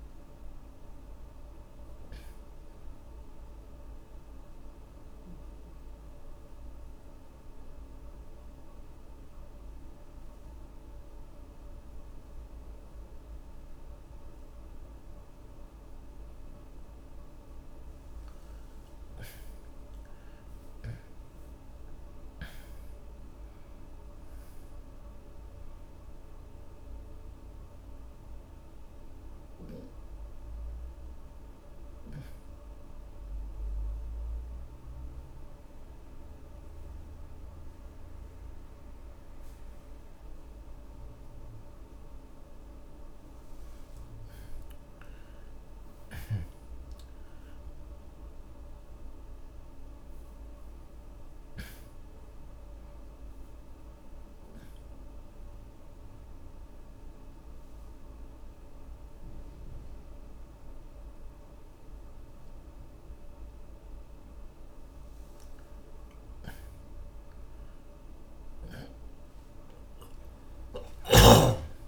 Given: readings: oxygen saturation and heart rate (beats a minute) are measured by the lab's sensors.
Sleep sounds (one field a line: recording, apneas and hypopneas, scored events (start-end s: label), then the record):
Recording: breathing in sleep, hard to hear, by a room microphone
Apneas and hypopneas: 3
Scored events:
3.00-15.00 s: obstructive apnea (oxygen 93% before, 80% lowest, heart rate 59 before, 49 extreme, up 14 after)
6.00-19.00 s: oxygen desaturation (device-marked, oxygen 93% before, 81% lowest, heart rate 59 before, 49 extreme)
18.00-22.00 s: arousal
28.00-42.50 s: hypopnea (oxygen 93% before, 76% lowest, heart rate 60 before, 49 extreme, up 19 after)
38.00-44.00 s: oxygen desaturation (device-marked, oxygen 91% before, 80% lowest, heart rate 61 before, 53 extreme)
44.50-49.00 s: arousal
55.50-66.00 s: obstructive apnea (oxygen 93% before, 76% lowest)
62.00-67.00 s: oxygen desaturation (device-marked, oxygen 90% before, 80% lowest)
70.50-71.88 s: arousal
From the record:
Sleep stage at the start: N2 (light sleep)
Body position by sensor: on the back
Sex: male